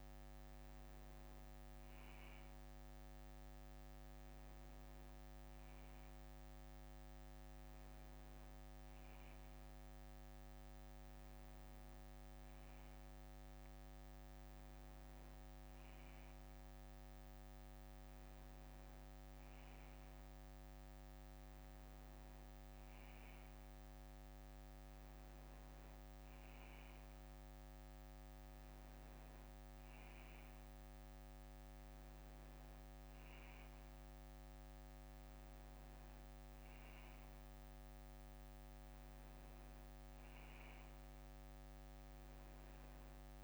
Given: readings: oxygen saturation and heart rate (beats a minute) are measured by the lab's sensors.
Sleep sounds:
breathing in sleep, hard to hear, by a microphone on the trachea; none
none scored
From the record:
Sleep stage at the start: N1 (lightest sleep); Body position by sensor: on the back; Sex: male

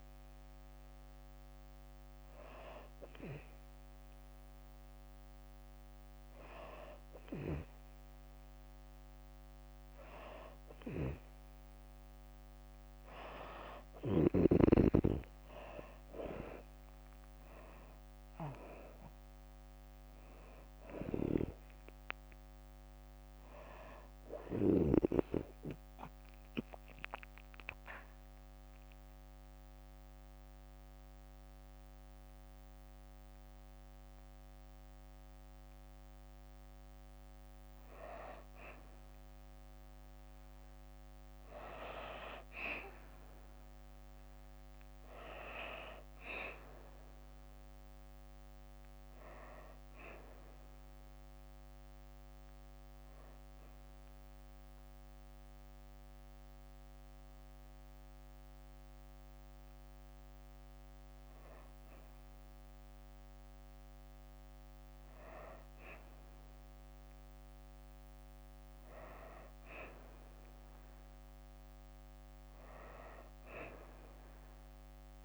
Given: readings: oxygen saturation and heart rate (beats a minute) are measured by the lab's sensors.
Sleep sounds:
breathing in sleep by a microphone on the trachea; 2
13.50-18.50 s: arousal
14.00-28.00 s: drop in pulse transit time (device-marked, heart rate 66 before, 68 extreme)
26.00-37.00 s: obstructive apnea (oxygen 97% before, 90% lowest, heart rate 71 before, 63 extreme, up 3 after)
39.00-41.50 s: arousal
47.00-65.00 s: oxygen desaturation (device-marked, oxygen 97% before, 90% lowest, heart rate 66 before, 63 extreme)
51.50-61.50 s: hypopnea (oxygen 97% before, 90% lowest, heart rate 66 before, 63 extreme, up 2 after)
65.50-68.50 s: arousal
From the record:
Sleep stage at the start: N2 (light sleep); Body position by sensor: on the back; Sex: female

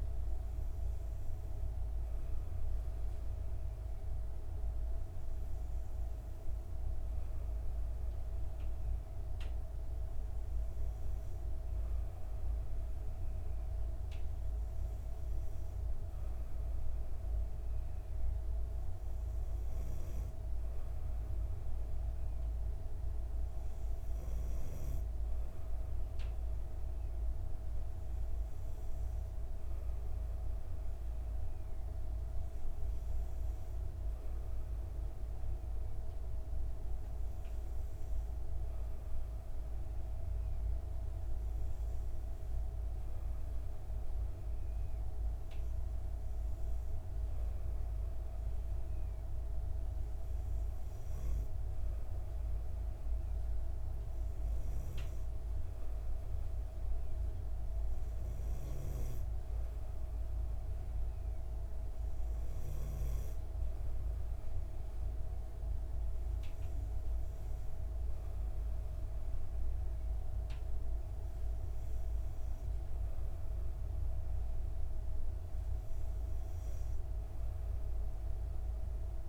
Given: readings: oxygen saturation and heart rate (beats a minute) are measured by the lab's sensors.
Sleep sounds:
breathing in sleep, hard to hear, by a room microphone; none
none scored
From the record:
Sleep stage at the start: N2 (light sleep); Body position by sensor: on the back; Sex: female

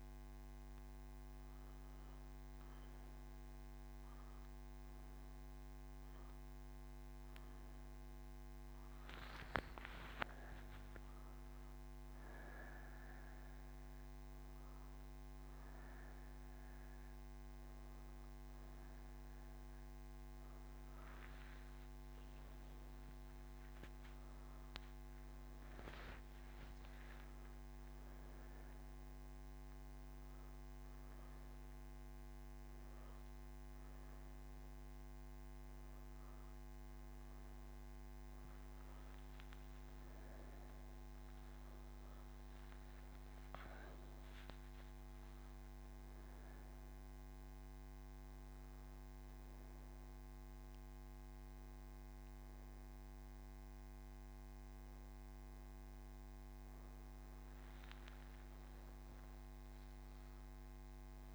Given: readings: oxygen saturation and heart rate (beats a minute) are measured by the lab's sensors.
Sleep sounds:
breathing in sleep, hard to hear, by a microphone on the trachea; none
50.50-61.35 s: new sleep stage, N1 (lightest sleep)
From the record:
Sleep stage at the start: N3 (deep sleep); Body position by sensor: on the right side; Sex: female

